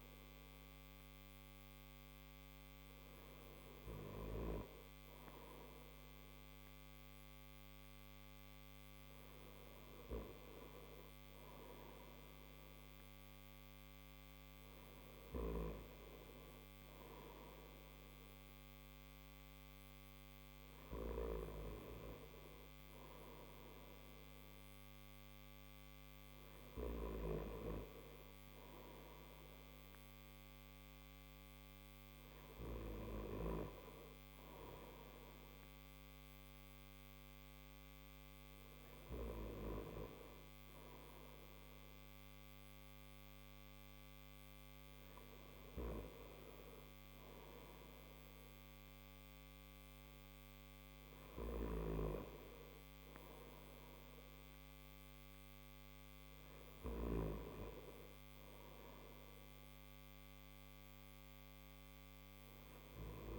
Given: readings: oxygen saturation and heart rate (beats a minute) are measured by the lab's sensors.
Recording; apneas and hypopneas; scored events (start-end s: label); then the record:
breathing in sleep by a microphone on the trachea; none
11.00-63.39 s: new sleep stage, N3 (deep sleep)
From the record:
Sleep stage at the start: N1 (lightest sleep); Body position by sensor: on the back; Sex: male